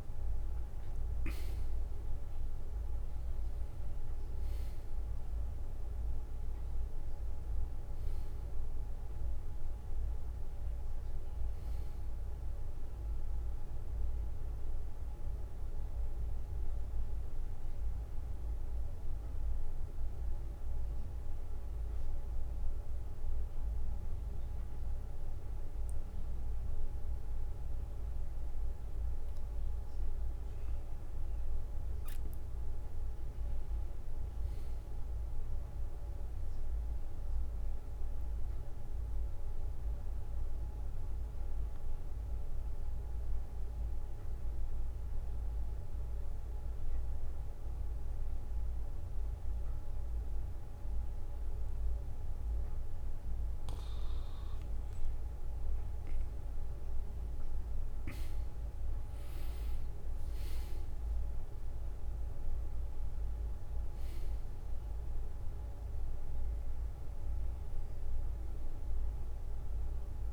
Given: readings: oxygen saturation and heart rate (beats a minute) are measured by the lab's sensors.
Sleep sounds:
breathing in sleep, hard to hear, by a room microphone; 1
36.50-38.50 s: bradycardia (device-marked, heart rate 62 before, 61 extreme)
38.50-54.50 s: obstructive apnea (oxygen 98% before, 94% lowest, heart rate 62 before, 60 extreme, up 4 after)
54.50-59.00 s: arousal
From the record:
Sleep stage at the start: N2 (light sleep); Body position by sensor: on the back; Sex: male

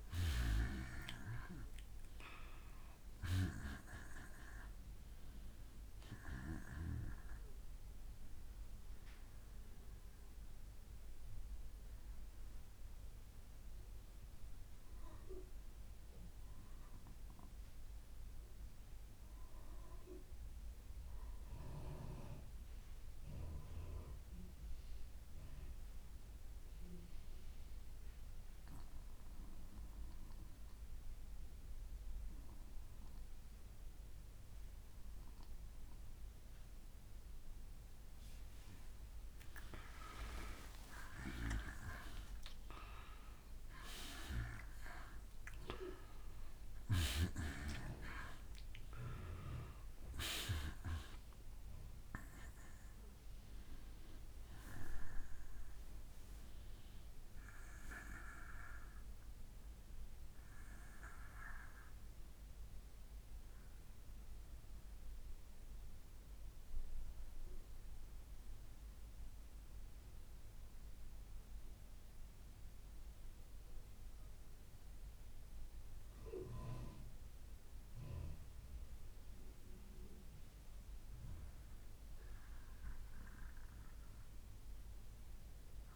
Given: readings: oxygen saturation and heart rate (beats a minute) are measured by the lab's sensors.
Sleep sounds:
breathing in sleep by a room microphone; 2
0.00-12.00 s: oxygen desaturation (device-marked, oxygen 87% lowest, heart rate 61 extreme)
13.50-36.50 s: mixed apnea (oxygen 95% before, 88% lowest, heart rate 74 before, 61 extreme, up 11 after)
36.00-63.00 s: oxygen desaturation (device-marked, oxygen 96% before, 88% lowest, heart rate 62 before, 60 extreme)
38.00-43.00 s: arousal
61.00-80.50 s: obstructive apnea (oxygen 95% before, 90% lowest, heart rate 67 before, 60 extreme, up 3 after)
83.50-85.96 s: arousal
From the record:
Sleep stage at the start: N2 (light sleep); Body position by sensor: on the back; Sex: male

